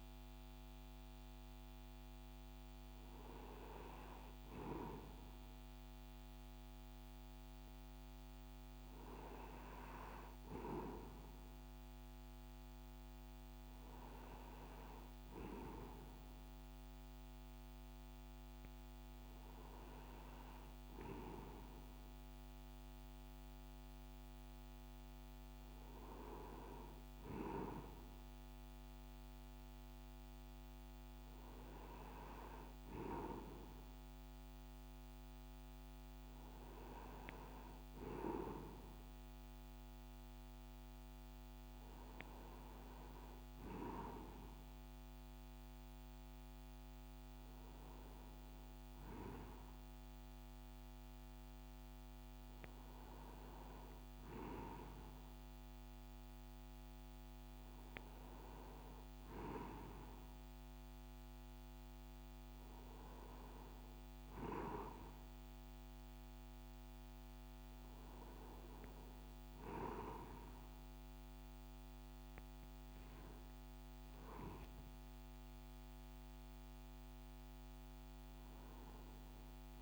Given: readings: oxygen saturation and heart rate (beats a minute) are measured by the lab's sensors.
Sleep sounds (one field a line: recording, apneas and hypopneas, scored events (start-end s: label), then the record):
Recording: breathing in sleep by a microphone on the trachea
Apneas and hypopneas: none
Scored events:
25.00-79.82 s: new sleep stage, N2 (light sleep)
From the record:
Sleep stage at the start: N1 (lightest sleep)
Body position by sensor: on the right side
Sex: male